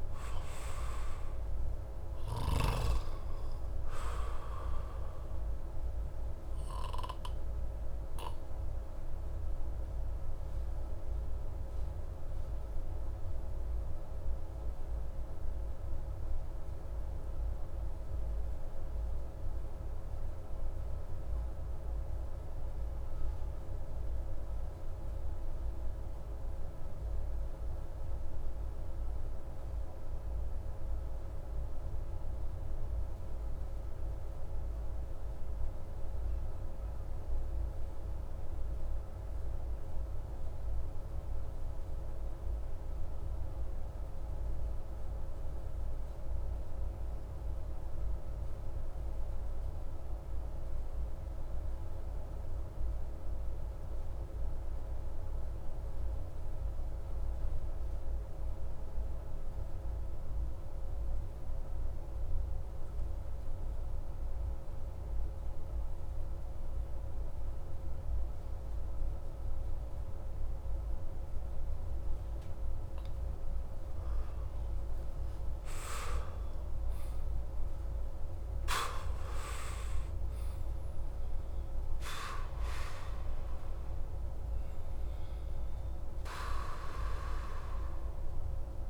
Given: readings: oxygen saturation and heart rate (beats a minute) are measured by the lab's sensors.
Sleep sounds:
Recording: breathing in sleep by a room microphone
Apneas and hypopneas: 1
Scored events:
6.00-72.50 s: obstructive apnea (oxygen 97% before, 85% lowest)
58.50-88.90 s: oxygen desaturation (device-marked, oxygen 96% before, 85% lowest)
75.50-80.00 s: arousal
From the record:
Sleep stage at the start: N2 (light sleep)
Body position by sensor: on the back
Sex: male

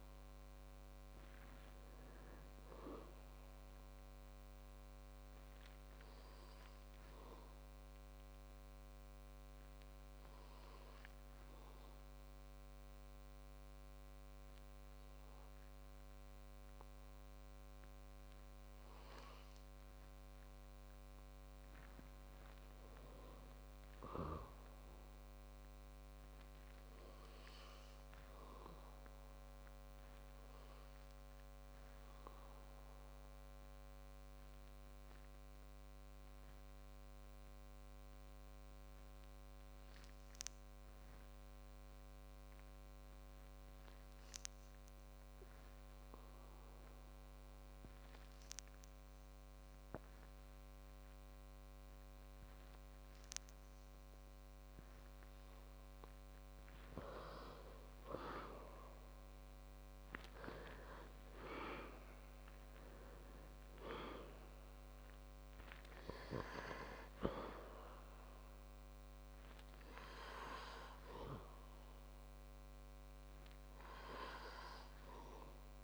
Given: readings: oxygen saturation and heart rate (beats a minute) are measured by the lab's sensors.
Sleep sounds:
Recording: breathing in sleep by a microphone on the trachea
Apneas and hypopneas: 2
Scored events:
9.50-23.50 s: obstructive apnea (oxygen 98% before, 89% lowest, heart rate 65 before, 48 extreme, up 19 after)
21.00-31.00 s: oxygen desaturation (device-marked, oxygen 97% before, 89% lowest, heart rate 56 before, 48 extreme)
26.00-29.00 s: arousal
35.50-56.00 s: obstructive apnea (oxygen 99% before, 92% lowest, heart rate 61 before, 49 extreme, up 9 after)
58.50-62.50 s: arousal
From the record:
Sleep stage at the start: N2 (light sleep)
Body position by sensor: on the back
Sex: male

